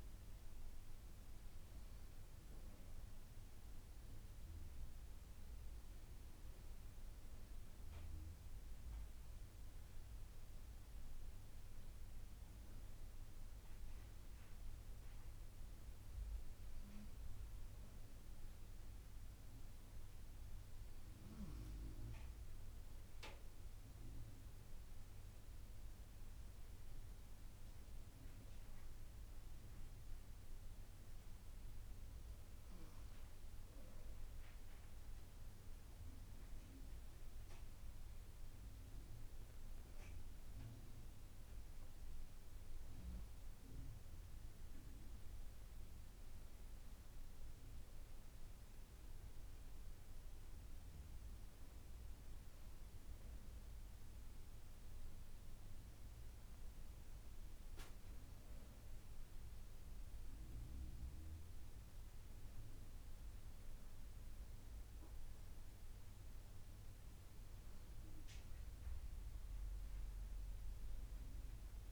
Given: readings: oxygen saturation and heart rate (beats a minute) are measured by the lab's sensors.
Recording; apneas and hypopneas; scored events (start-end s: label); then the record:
breathing in sleep, hard to hear, by a room microphone; none
none scored
From the record:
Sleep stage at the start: N2 (light sleep); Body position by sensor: on the right side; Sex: female